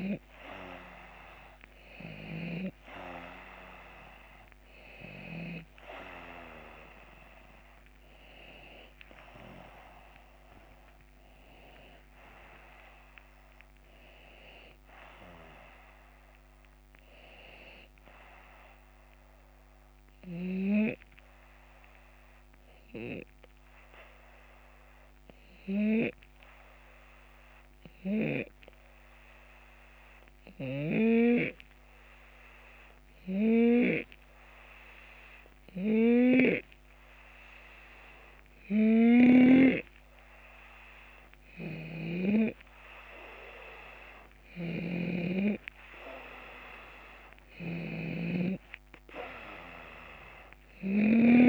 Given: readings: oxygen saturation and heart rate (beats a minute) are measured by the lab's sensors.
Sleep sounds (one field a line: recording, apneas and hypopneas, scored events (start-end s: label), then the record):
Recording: breathing in sleep by a microphone on the trachea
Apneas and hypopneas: 1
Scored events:
0.00-12.00 s: drop in pulse transit time (device-marked, heart rate 76 extreme)
7.50-11.00 s: arousal
21.00-38.00 s: hypopnea (oxygen 94% before, 91% lowest, heart rate 79 before, 70 extreme, up 7 after)
30.50-36.50 s: snoring (device-marked)
38.50-51.49 s: snoring (device-marked)
39.00-51.49 s: oxygen desaturation (device-marked, oxygen 95% before, 91% lowest, heart rate 72 before, 71 extreme)
42.00-46.50 s: arousal
From the record:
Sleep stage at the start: N2 (light sleep)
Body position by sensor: on the left side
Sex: male